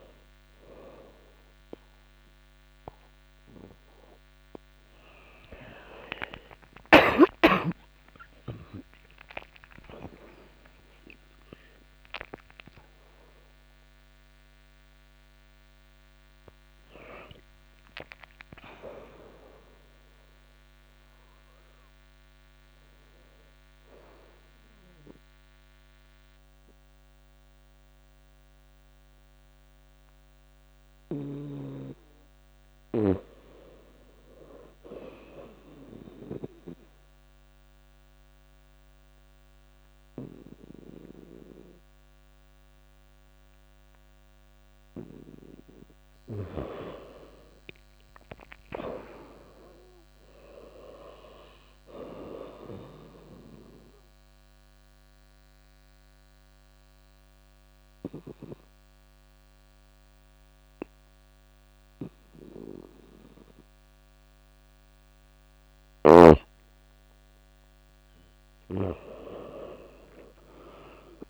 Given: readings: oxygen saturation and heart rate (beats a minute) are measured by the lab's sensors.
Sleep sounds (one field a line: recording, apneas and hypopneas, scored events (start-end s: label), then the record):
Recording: breathing in sleep by a microphone on the trachea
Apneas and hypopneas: 2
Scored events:
0.00-11.00 s: oxygen desaturation (device-marked, oxygen 91% lowest, heart rate 88 extreme)
5.00-9.50 s: arousal
35.50-45.50 s: obstructive apnea (oxygen 100% before, 89% lowest, heart rate 93 before, 86 extreme, up 5 after)
37.00-52.00 s: oxygen desaturation (device-marked, oxygen 100% before, 92% lowest, heart rate 92 before, 86 extreme)
46.50-50.50 s: arousal
54.00-66.00 s: obstructive apnea (oxygen 100% before, 89% lowest, heart rate 90 before, 83 extreme, up 4 after)
57.00-64.00 s: oxygen desaturation (device-marked, oxygen 95% before, 92% lowest, heart rate 90 before, 83 extreme)
67.00-71.00 s: arousal
From the record:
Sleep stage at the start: N2 (light sleep)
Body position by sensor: on the right side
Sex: female